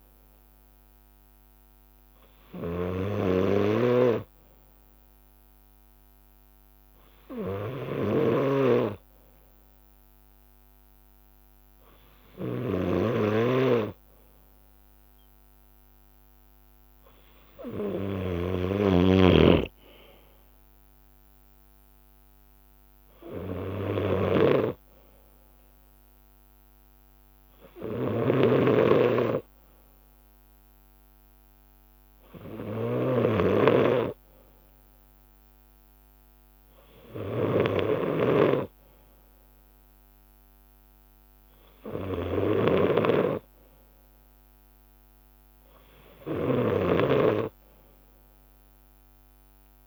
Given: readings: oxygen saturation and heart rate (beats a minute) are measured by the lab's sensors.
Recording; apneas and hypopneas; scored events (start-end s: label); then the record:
breathing in sleep by a microphone on the trachea; none
0.00-7.00 s: leg movement (device-marked)
0.00-19.00 s: snoring (device-marked)
2.00-4.00 s: bradycardia (device-marked, heart rate 60 before, 60 extreme)
11.00-13.50 s: leg movement (device-marked)
14.50-19.50 s: leg movement (device-marked)
15.00-29.00 s: drop in pulse transit time (device-marked, heart rate 61 before, 61 extreme)
19.00-21.00 s: long interval between heartbeats (device-marked, heart rate 60 before, 70 extreme)
21.00-23.00 s: leg movement (device-marked)
28.00-33.50 s: snoring (device-marked)
28.00-34.00 s: bradycardia (device-marked, heart rate 60 before, 59 extreme)
44.00-48.00 s: leg movement (device-marked)
From the record:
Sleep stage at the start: N2 (light sleep); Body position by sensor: on the left side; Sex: male